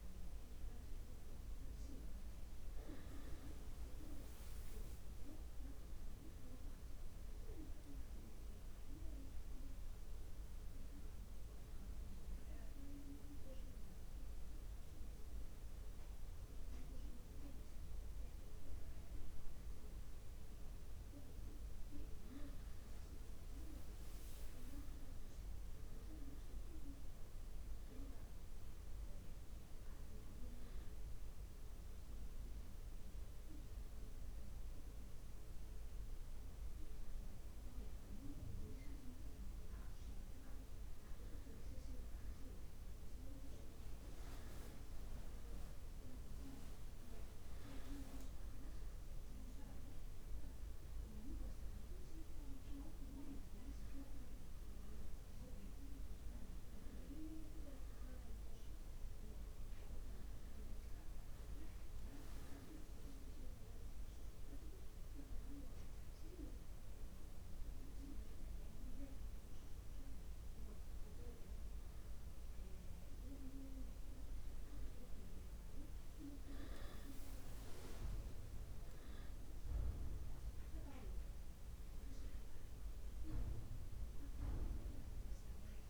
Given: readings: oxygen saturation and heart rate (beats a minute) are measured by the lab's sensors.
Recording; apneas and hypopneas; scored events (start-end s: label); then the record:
a person awake in a sleep study, by a room microphone; none
none scored
From the record:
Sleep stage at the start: awake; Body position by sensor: on the back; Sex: male